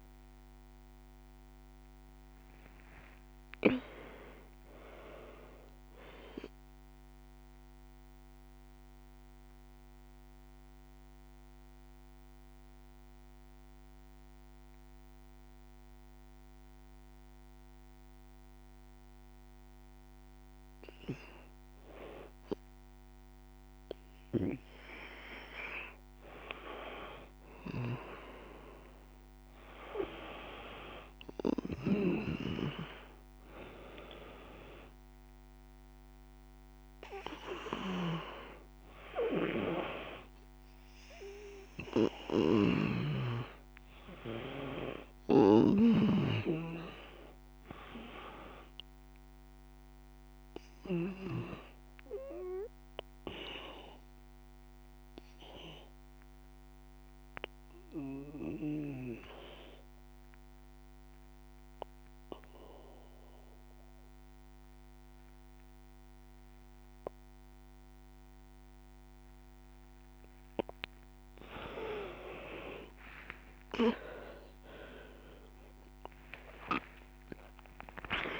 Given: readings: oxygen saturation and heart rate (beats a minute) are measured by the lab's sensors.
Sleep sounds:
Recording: breathing in sleep by a microphone on the trachea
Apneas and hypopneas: 2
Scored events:
0.00-2.50 s: arousal
0.00-15.50 s: oxygen desaturation (device-marked, oxygen 80% lowest, heart rate 57 extreme)
6.50-23.50 s: mixed apnea (oxygen 95% before, 80% lowest, heart rate 112 before, 57 extreme, up 2 after)
25.50-30.00 s: arousal
27.50-78.40 s: new sleep stage, N2 (light sleep)
37.50-55.50 s: oxygen desaturation (device-marked, oxygen 96% before, 90% lowest, heart rate 59 before, 57 extreme)
49.00-68.50 s: obstructive apnea (oxygen 97% before, 80% lowest, heart rate 61 before, 57 extreme)
72.00-78.00 s: arousal
72.50-78.40 s: oxygen desaturation (device-marked, oxygen 94% before, 80% lowest, heart rate 59 before, 58 extreme)
From the record:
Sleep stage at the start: N1 (lightest sleep)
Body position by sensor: on the back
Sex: female

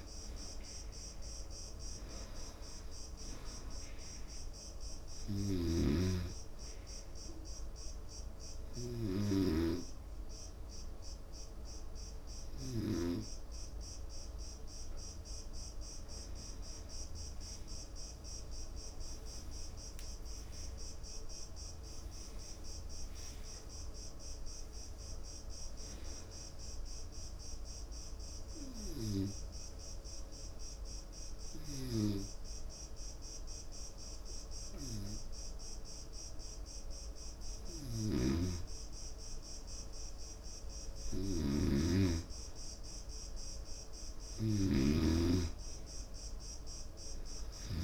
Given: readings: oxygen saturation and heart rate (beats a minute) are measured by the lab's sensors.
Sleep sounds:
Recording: breathing in sleep by a room microphone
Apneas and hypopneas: 2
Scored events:
0.00-2.50 s: oxygen desaturation (device-marked, oxygen 88% lowest, heart rate 71 extreme)
7.50-17.50 s: obstructive apnea (oxygen 96% before, 89% lowest, heart rate 73 before, 71 extreme, up 8 after)
13.50-30.50 s: oxygen desaturation (device-marked, oxygen 96% before, 89% lowest, heart rate 73 before, 71 extreme)
20.00-23.50 s: arousal
26.50-39.00 s: obstructive apnea (oxygen 96% before, 90% lowest, heart rate 75 before, 71 extreme, up 1 after)
42.00-46.00 s: arousal
From the record:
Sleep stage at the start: N2 (light sleep)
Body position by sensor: on the right side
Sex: male

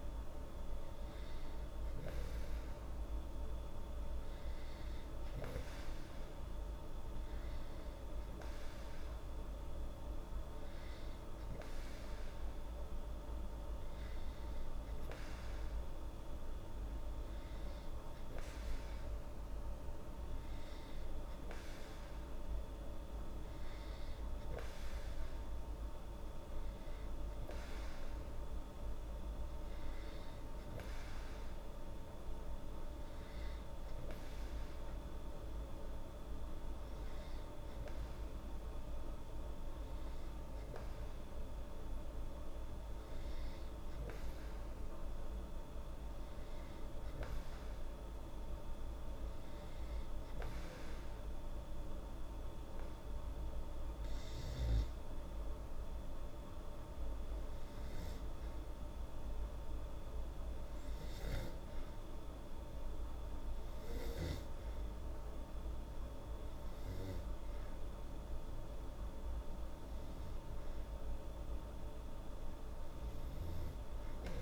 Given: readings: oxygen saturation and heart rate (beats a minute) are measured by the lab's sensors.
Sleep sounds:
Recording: breathing in sleep, hard to hear, by a room microphone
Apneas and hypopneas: none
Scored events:
none scored
From the record:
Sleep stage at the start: N2 (light sleep)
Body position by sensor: on the back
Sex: female

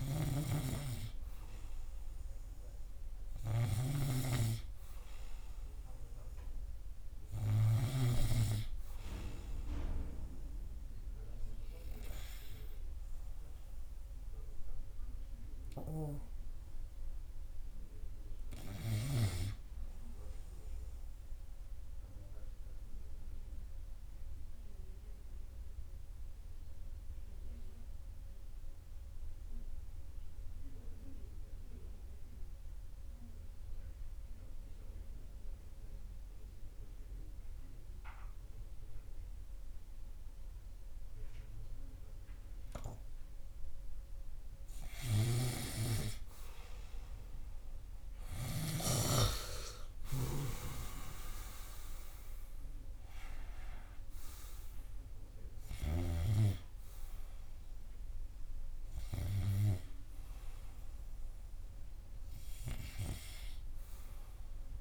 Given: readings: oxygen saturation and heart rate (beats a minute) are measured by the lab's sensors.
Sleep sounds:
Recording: breathing in sleep by a room microphone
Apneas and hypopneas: 1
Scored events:
0.00-8.50 s: snoring (device-marked)
22.00-45.50 s: obstructive apnea (oxygen 98% before, 95% lowest, heart rate 83 before, 77 extreme, up 4 after)
45.50-49.50 s: snoring (device-marked)
47.00-51.50 s: arousal
From the record:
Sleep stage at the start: REM sleep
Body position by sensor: on the right side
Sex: male

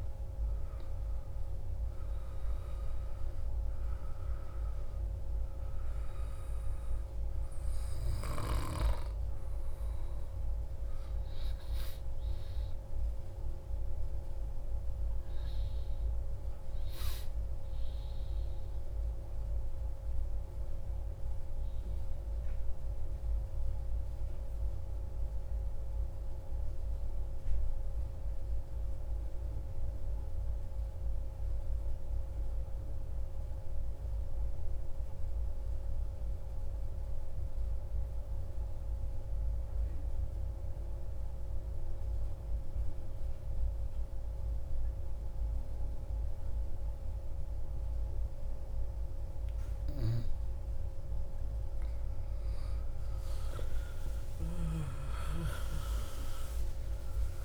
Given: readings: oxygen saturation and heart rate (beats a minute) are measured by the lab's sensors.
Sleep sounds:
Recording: breathing in sleep by a room microphone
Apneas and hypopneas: 1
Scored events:
13.50-17.00 s: arousal
25.50-49.00 s: mixed apnea (oxygen 96% before, 92% lowest, heart rate 65 before, 59 extreme, up 15 after)
50.00-57.45 s: new sleep stage, awake
From the record:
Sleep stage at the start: N2 (light sleep)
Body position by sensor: on the back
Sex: male

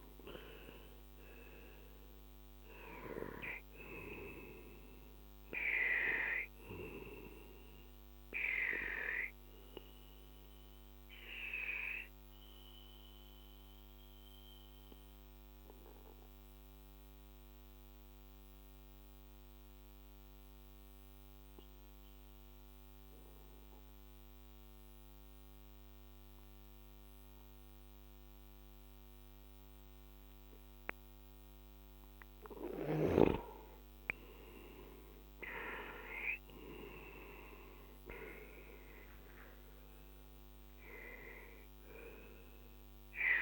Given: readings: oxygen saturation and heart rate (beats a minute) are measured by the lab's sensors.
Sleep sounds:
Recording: breathing in sleep by a microphone on the trachea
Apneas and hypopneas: 1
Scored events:
0.00-21.00 s: oxygen desaturation (device-marked, oxygen 90% lowest, heart rate 41 extreme)
9.00-31.00 s: obstructive apnea (oxygen 97% before, 90% lowest, heart rate 54 before, 40 extreme, up 17 after)
33.00-37.50 s: arousal
34.00-43.42 s: oxygen desaturation (device-marked, oxygen 97% before, 90% lowest, heart rate 43 before, 40 extreme)
From the record:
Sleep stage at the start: N2 (light sleep)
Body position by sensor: on the left side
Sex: male

